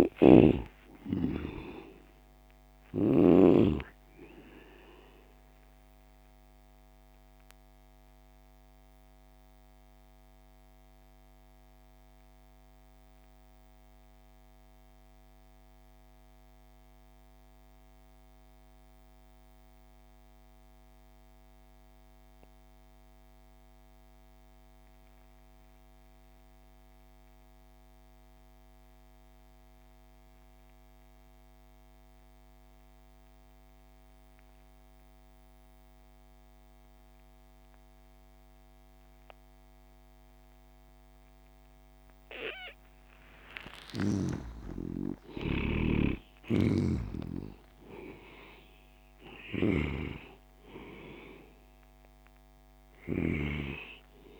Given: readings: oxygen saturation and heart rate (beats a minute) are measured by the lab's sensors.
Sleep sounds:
breathing in sleep by a microphone on the trachea; 1
0.00-1.00 s: snoring (device-marked)
0.00-20.00 s: oxygen desaturation (device-marked, oxygen 75% lowest)
7.00-42.00 s: mixed apnea (oxygen 96% before, 72% lowest)
34.00-54.40 s: oxygen desaturation (device-marked, oxygen 98% before, 72% lowest)
43.00-48.00 s: arousal
46.00-53.00 s: snoring (device-marked)
From the record:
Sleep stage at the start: N2 (light sleep); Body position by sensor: on the back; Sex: male

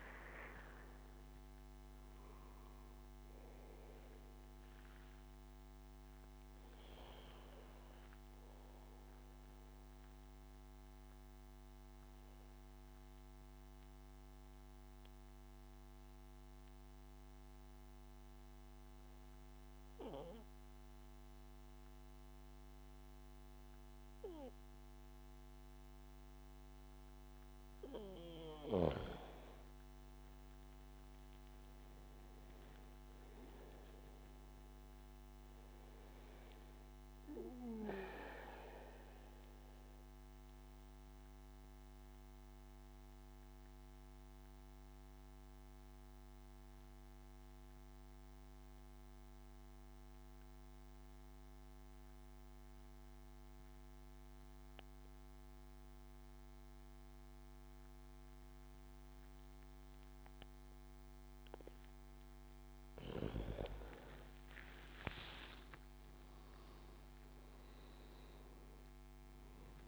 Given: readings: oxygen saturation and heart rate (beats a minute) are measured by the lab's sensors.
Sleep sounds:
breathing in sleep by a microphone on the trachea; 2
0.00-2.00 s: arousal
7.00-27.50 s: obstructive apnea (oxygen 99% before, 93% lowest, heart rate 73 before, 63 extreme, up 19 after)
29.00-51.00 s: oxygen desaturation (device-marked, oxygen 98% before, 95% lowest, heart rate 66 before, 64 extreme)
29.50-34.00 s: arousal
39.50-62.00 s: mixed apnea (oxygen 98% before, 91% lowest, heart rate 75 before, 61 extreme, up 11 after)
64.00-69.00 s: arousal
64.00-69.87 s: oxygen desaturation (device-marked, oxygen 98% before, 93% lowest, heart rate 71 before, 61 extreme)
From the record:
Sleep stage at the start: N2 (light sleep); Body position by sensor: on the back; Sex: male

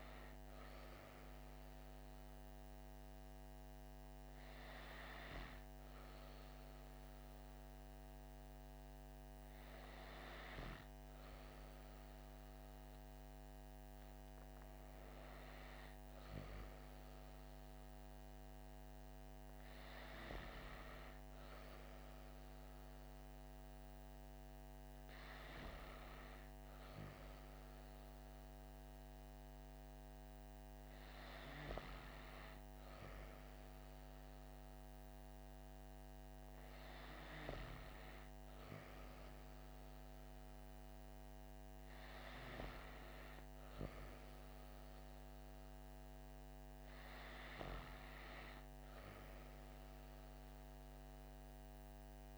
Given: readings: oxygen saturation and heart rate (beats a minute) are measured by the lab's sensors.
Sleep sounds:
breathing in sleep by a microphone on the trachea; none
none scored
From the record:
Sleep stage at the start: N2 (light sleep); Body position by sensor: on the back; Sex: female

